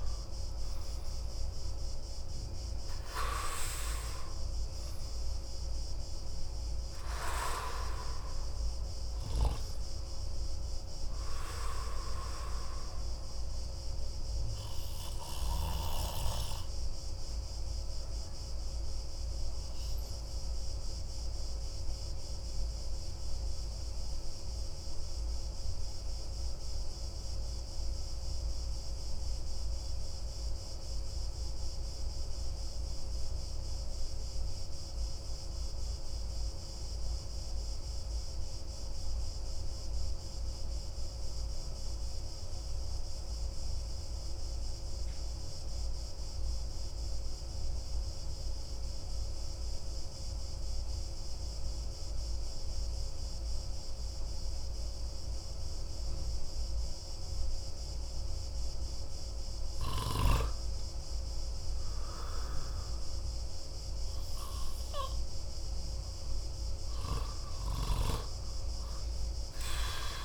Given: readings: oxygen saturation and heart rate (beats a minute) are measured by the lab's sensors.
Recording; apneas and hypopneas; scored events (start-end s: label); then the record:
breathing in sleep by a room microphone; 1
0.00-1.00 s: arousal
0.00-15.50 s: oxygen desaturation (device-marked, oxygen 88% lowest)
16.00-57.50 s: obstructive apnea (oxygen 93% before, 86% lowest)
19.50-37.50 s: oxygen desaturation (device-marked, oxygen 90% before, 86% lowest)
58.50-62.50 s: arousal
59.50-67.50 s: oxygen desaturation (device-marked, oxygen 98% before, 94% lowest)
From the record:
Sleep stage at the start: N2 (light sleep); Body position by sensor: on the back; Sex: male